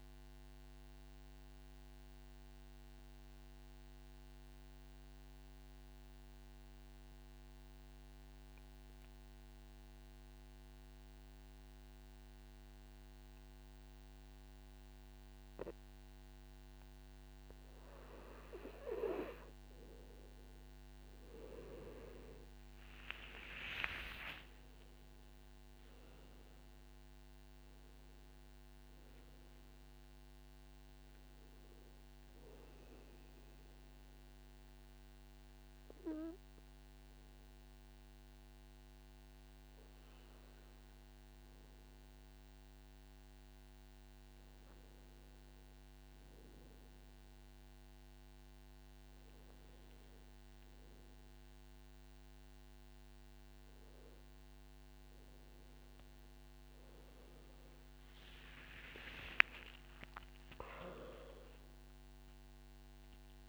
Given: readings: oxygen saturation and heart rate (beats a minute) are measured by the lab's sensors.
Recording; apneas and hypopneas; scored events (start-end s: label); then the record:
breathing in sleep by a microphone on the trachea; 2
0.00-12.00 s: oxygen desaturation (device-marked, oxygen 93% lowest, heart rate 55 extreme)
0.50-17.50 s: obstructive apnea (oxygen 99% before, 91% lowest, heart rate 62 before, 53 extreme, up 10 after)
22.50-27.00 s: arousal
23.00-51.00 s: oxygen desaturation (device-marked, oxygen 99% before, 91% lowest, heart rate 59 before, 53 extreme)
34.00-46.50 s: obstructive apnea (oxygen 99% before, 91% lowest, heart rate 65 before, 54 extreme, up 9 after)
42.00-63.49 s: new sleep stage, N1 (lightest sleep)
57.50-62.00 s: arousal
From the record:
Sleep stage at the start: N2 (light sleep); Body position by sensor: on the back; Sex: male